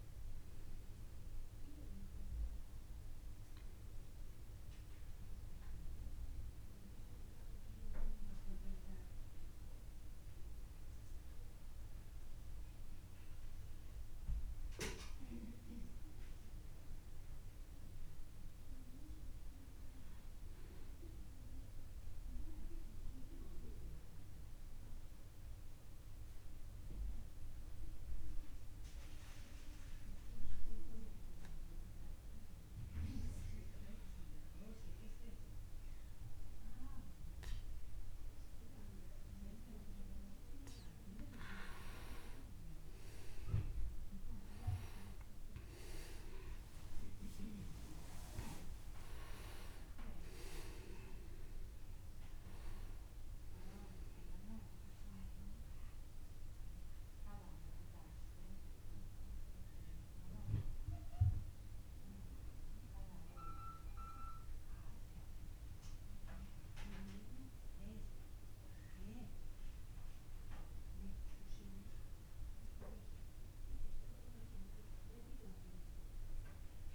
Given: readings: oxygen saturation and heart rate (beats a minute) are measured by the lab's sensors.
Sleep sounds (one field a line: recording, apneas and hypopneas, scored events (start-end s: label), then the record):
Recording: breathing in sleep by a room microphone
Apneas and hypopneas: 1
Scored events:
0.00-20.50 s: oxygen desaturation (device-marked, oxygen 94% lowest, heart rate 27 extreme)
20.50-40.50 s: obstructive apnea (oxygen 98% before, 92% lowest)
39.50-72.50 s: oxygen desaturation (device-marked, oxygen 99% before, 92% lowest)
43.00-46.50 s: arousal
From the record:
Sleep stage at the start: N2 (light sleep)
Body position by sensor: on the back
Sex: male